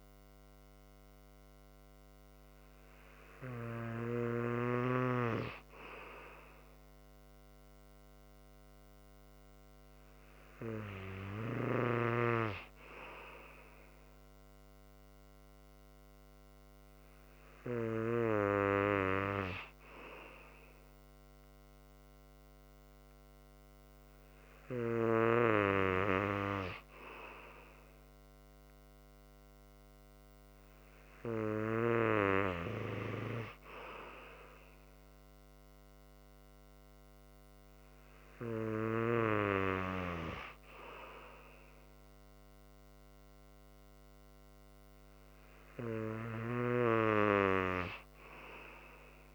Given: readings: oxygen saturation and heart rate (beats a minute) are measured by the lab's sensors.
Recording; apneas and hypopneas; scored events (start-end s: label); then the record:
breathing in sleep by a microphone on the trachea; none
none scored
From the record:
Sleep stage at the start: N3 (deep sleep); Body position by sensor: on the right side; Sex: male